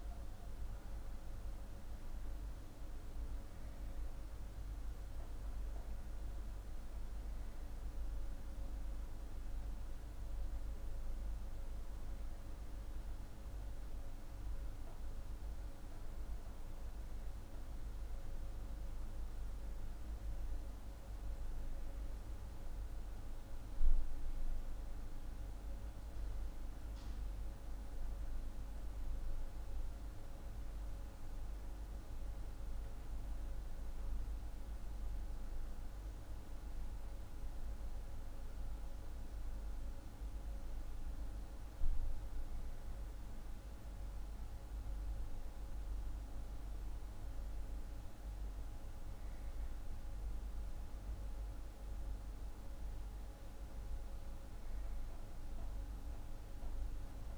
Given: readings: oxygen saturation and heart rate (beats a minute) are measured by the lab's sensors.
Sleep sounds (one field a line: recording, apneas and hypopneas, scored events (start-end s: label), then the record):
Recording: breathing in sleep, hard to hear, by a room microphone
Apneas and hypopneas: none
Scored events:
none scored
From the record:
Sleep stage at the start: N2 (light sleep)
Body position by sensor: on the back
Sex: male